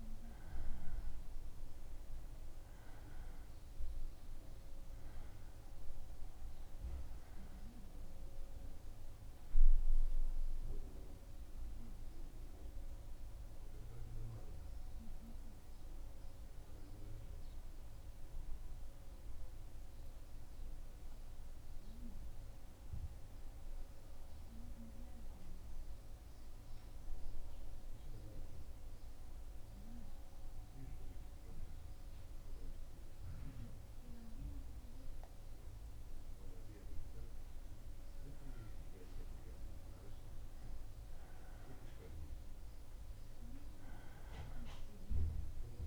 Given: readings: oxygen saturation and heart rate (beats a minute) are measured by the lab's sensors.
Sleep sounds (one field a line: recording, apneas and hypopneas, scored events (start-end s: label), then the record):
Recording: breathing in sleep by a room microphone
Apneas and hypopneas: 1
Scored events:
0.50-45.86 s: new sleep stage, N2 (light sleep)
14.00-35.50 s: obstructive apnea (oxygen 96% before, 91% lowest, heart rate 78 before, 73 extreme, up 1 after)
28.50-45.86 s: oxygen desaturation (device-marked, oxygen 96% before, 91% lowest, heart rate 77 before, 75 extreme)
38.50-44.00 s: arousal
From the record:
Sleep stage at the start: N1 (lightest sleep)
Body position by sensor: on the back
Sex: male